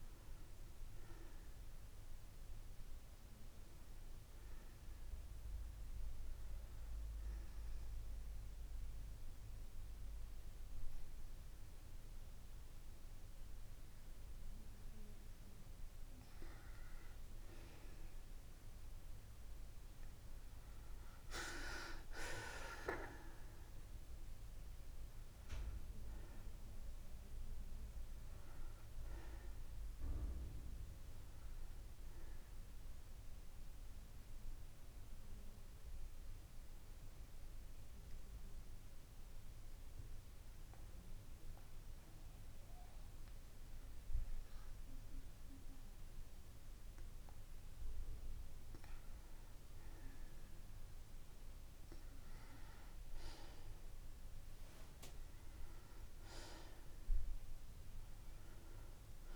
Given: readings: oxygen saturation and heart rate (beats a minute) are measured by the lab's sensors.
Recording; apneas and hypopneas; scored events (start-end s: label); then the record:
breathing in sleep by a room microphone; 2
0.00-4.00 s: arousal
7.00-17.00 s: central apnea (oxygen 94% before, 91% lowest)
20.50-25.00 s: arousal
34.00-48.50 s: mixed apnea (oxygen 94% before, 91% lowest)
50.00-54.50 s: arousal
54.00-59.36 s: oxygen desaturation (device-marked, oxygen 94% before, 91% lowest)
From the record:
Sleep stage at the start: N2 (light sleep); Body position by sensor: on the right side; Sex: female